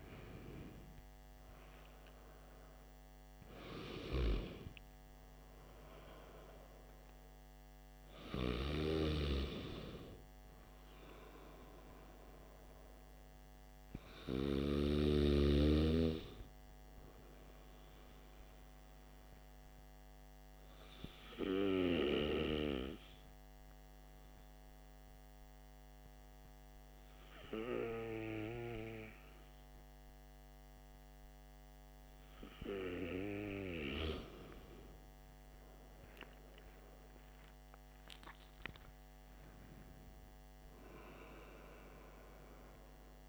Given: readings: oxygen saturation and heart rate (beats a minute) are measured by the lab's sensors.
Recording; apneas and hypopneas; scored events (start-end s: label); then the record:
breathing in sleep by a microphone on the trachea; 1
0.00-2.50 s: oxygen desaturation (device-marked, oxygen 92% lowest, heart rate 52 extreme)
17.50-33.00 s: hypopnea (oxygen 96% before, 92% lowest, heart rate 59 before, 52 extreme, up 17 after)
36.50-40.00 s: arousal
From the record:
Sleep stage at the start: N2 (light sleep); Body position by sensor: on the back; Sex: male